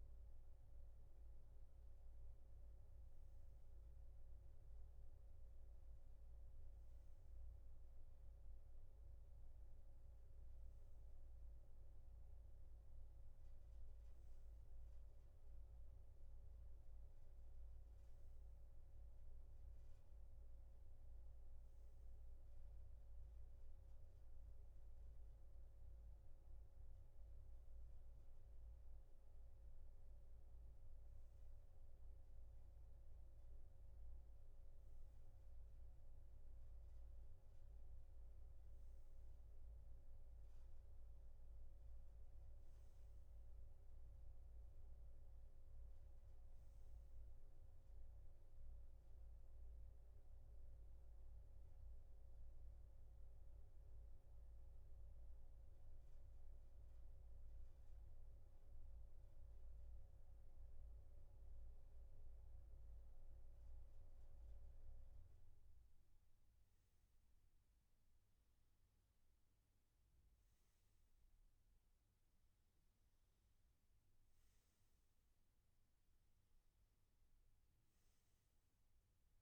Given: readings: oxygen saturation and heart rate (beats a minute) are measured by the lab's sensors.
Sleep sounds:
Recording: breathing in sleep, hard to hear, by a room microphone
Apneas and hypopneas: none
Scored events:
73.00-79.42 s: oxygen desaturation (device-marked, oxygen 96% before, 93% lowest, heart rate 62 before, 63 extreme)
From the record:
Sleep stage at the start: N3 (deep sleep)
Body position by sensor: on the back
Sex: male

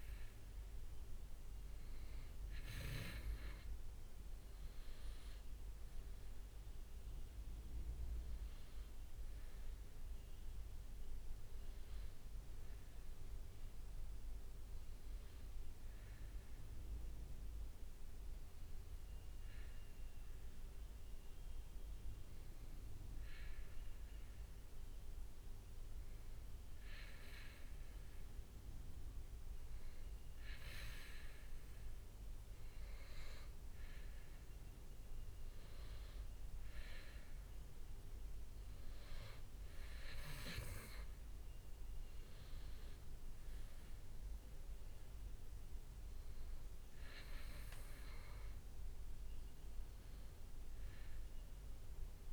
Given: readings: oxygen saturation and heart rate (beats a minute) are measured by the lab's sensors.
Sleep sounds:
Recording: breathing in sleep by a room microphone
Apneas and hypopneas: 1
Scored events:
0.00-4.50 s: leg movement (device-marked)
11.00-14.50 s: arousal
11.50-13.00 s: leg movement (device-marked)
13.00-23.00 s: leg movement (device-marked)
19.00-31.50 s: hypopnea (oxygen 97% before, 95% lowest, heart rate 69 before, 63 extreme, up 7 after)
27.50-34.00 s: leg movement (device-marked)
34.00-38.50 s: arousal
50.00-52.33 s: leg movement (device-marked)
From the record:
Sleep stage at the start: N2 (light sleep)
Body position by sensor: on the back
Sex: male

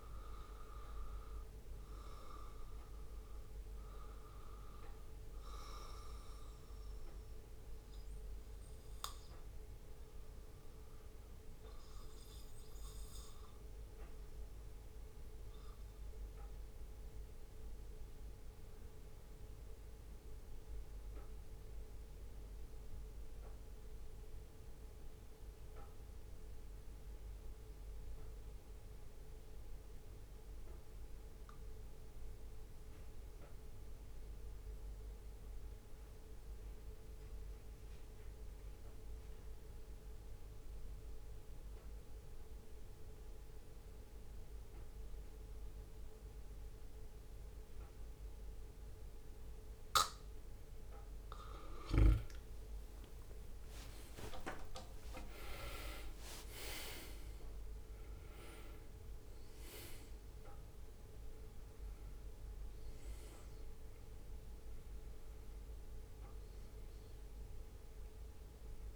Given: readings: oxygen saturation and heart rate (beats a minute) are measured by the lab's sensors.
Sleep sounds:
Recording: breathing in sleep by a room microphone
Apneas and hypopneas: 1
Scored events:
8.50-49.50 s: obstructive apnea (oxygen 97% before, 84% lowest, heart rate 67 before, 65 extreme, up 8 after)
35.50-68.95 s: oxygen desaturation (device-marked, oxygen 97% before, 84% lowest, heart rate 65 before, 64 extreme)
51.00-53.00 s: leg movement (device-marked)
52.00-56.00 s: arousal
54.50-56.50 s: leg movement (device-marked)
From the record:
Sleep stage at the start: N2 (light sleep)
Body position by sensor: on the back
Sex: male

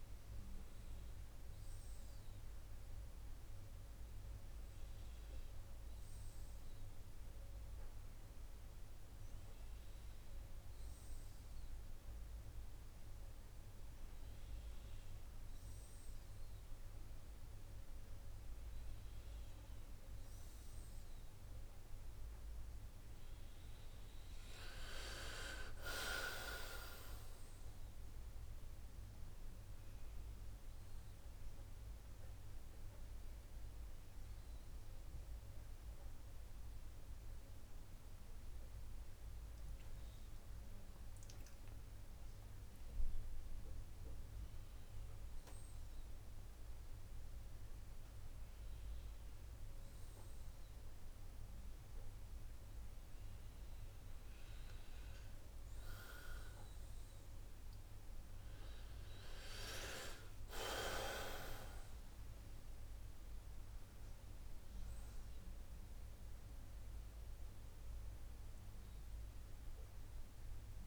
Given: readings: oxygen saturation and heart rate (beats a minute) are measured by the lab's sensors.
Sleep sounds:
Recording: breathing in sleep by a room microphone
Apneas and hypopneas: none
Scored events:
58.00-62.00 s: arousal
From the record:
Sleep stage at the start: N1 (lightest sleep)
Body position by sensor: on the right side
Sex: male

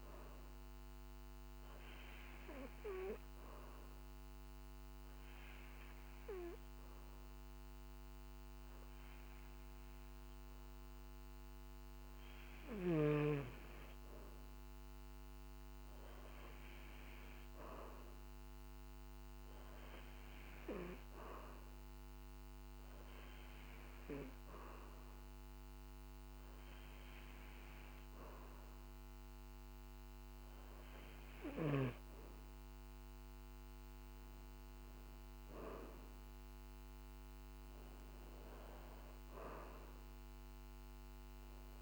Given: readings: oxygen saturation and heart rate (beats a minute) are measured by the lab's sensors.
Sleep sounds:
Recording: breathing in sleep by a microphone on the trachea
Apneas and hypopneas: 1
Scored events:
3.50-14.50 s: obstructive apnea (oxygen 95% before, 93% lowest, heart rate 51 before, 49 extreme, up 4 after)
17.00-20.50 s: arousal
From the record:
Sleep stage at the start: N2 (light sleep)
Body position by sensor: on the back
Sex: male

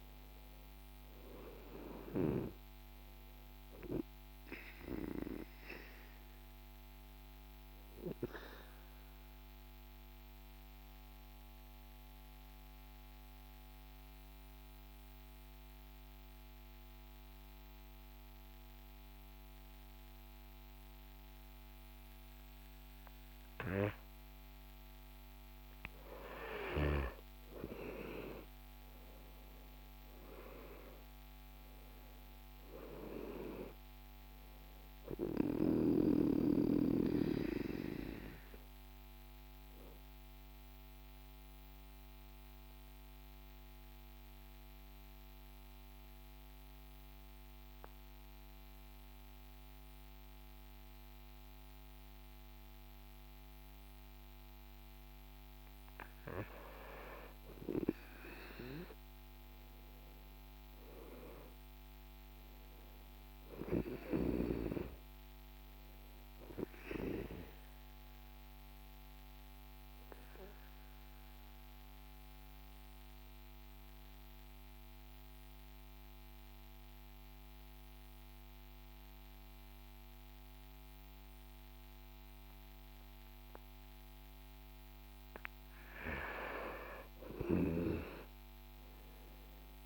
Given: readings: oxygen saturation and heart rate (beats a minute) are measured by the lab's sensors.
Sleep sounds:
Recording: breathing in sleep by a microphone on the trachea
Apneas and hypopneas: 3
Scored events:
8.00-23.50 s: obstructive apnea (oxygen 97% before, 92% lowest, heart rate 55 before, 47 extreme, up 15 after)
20.00-29.00 s: oxygen desaturation (device-marked, oxygen 96% before, 92% lowest, heart rate 52 before, 47 extreme)
28.00-33.50 s: arousal
41.00-55.00 s: central apnea (oxygen 97% before, 93% lowest, heart rate 57 before, 47 extreme, up 16 after)
58.00-64.00 s: oxygen desaturation (device-marked, oxygen 97% before, 93% lowest, heart rate 49 before, 48 extreme)
58.50-62.50 s: arousal
70.50-84.50 s: mixed apnea (oxygen 97% before, 93% lowest, heart rate 54 before, 48 extreme, up 20 after)
82.00-89.86 s: oxygen desaturation (device-marked, oxygen 96% before, 93% lowest, heart rate 52 before, 48 extreme)
88.00-89.86 s: arousal
From the record:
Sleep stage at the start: N2 (light sleep)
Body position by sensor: on the back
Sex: male

